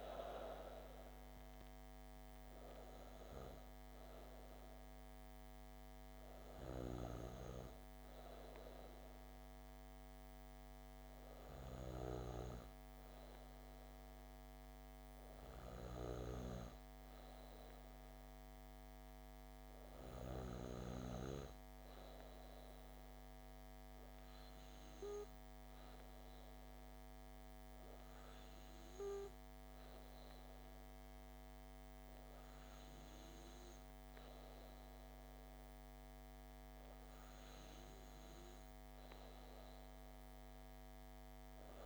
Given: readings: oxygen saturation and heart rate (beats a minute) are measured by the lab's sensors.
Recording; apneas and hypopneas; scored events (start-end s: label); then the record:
breathing in sleep by a microphone on the trachea; none
none scored
From the record:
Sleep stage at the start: N2 (light sleep); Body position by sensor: on the back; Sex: female